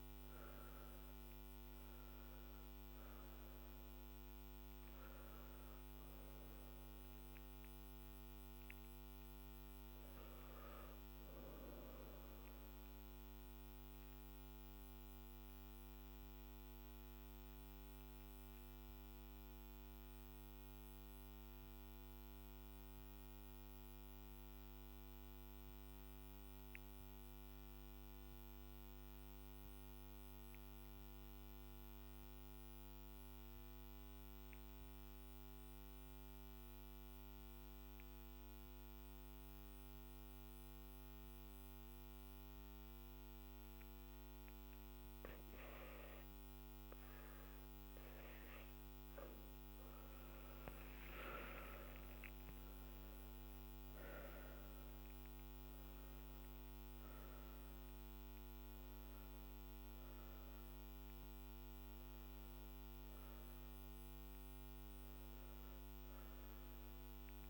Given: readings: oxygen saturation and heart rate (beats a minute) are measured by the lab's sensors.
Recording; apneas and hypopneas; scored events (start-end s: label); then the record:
breathing in sleep, hard to hear, by a microphone on the trachea; 1
13.00-47.00 s: obstructive apnea (oxygen 97% before, 91% lowest, heart rate 51 before, 44 extreme, up 14 after)
21.00-30.00 s: oxygen desaturation (device-marked, oxygen 95% before, 92% lowest, heart rate 48 before, 45 extreme)
44.00-67.50 s: oxygen desaturation (device-marked, oxygen 98% before, 94% lowest, heart rate 46 before, 47 extreme)
From the record:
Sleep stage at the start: N3 (deep sleep); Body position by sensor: on the back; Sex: male